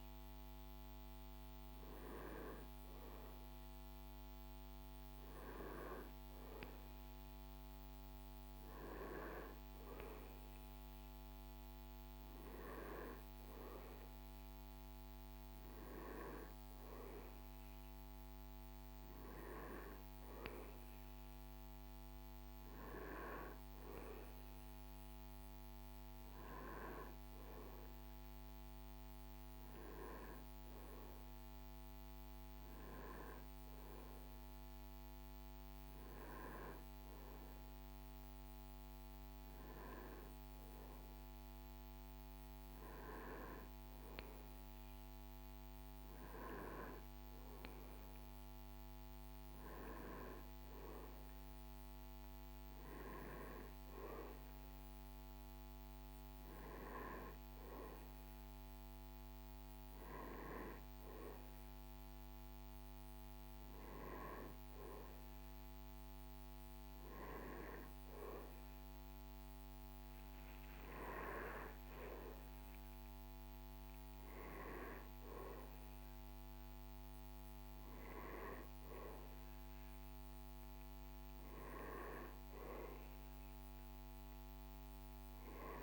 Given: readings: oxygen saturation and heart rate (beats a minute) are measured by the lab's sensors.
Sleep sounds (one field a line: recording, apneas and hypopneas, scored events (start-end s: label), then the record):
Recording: a person awake in a sleep study, by a microphone on the trachea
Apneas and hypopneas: none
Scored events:
none scored
From the record:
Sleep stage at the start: awake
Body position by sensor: on the back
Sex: male